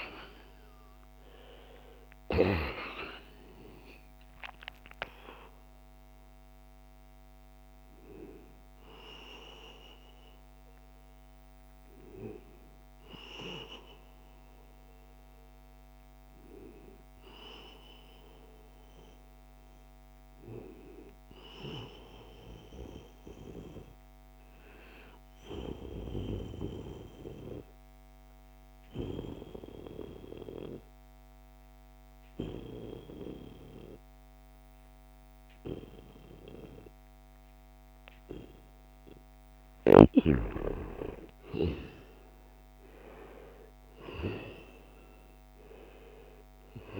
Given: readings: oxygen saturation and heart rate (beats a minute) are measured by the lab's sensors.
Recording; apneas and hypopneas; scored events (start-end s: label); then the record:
a person partly awake in a sleep study, by a microphone on the trachea; 1
0.00-2.00 s: snoring (device-marked)
0.00-15.00 s: oxygen desaturation (device-marked, oxygen 86% lowest, heart rate 61 extreme)
15.00-47.00 s: new sleep stage, N2 (light sleep)
25.50-39.00 s: obstructive apnea (oxygen 98% before, 91% lowest, heart rate 84 before, 70 extreme, up 6 after)
40.00-43.50 s: arousal
46.00-47.00 s: oxygen desaturation (device-marked, oxygen 97% before, 92% lowest, heart rate 74 before, 64 extreme)
From the record:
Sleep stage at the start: awake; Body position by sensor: on the back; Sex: male